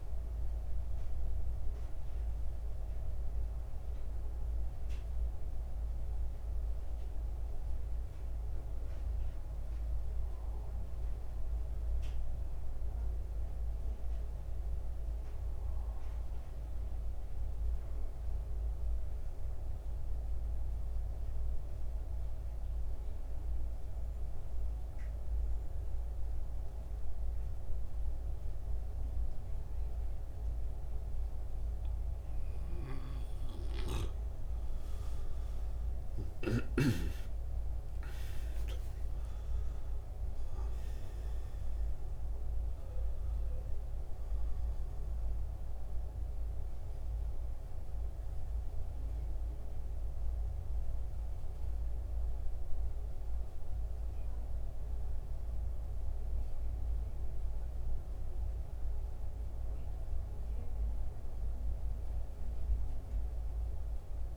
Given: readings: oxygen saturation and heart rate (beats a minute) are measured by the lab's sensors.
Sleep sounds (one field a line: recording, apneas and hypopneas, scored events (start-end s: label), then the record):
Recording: breathing in sleep, hard to hear, by a room microphone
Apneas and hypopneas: 1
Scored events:
8.00-32.50 s: hypopnea (oxygen 93% before, 85% lowest, heart rate 73 before, 65 extreme, up 14 after)
33.00-64.36 s: oxygen desaturation (device-marked, oxygen 93% before, 85% lowest, heart rate 67 before, 69 extreme)
34.00-37.50 s: arousal
37.00-64.36 s: new sleep stage, N1 (lightest sleep)
From the record:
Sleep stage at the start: N2 (light sleep)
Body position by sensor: on the back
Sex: male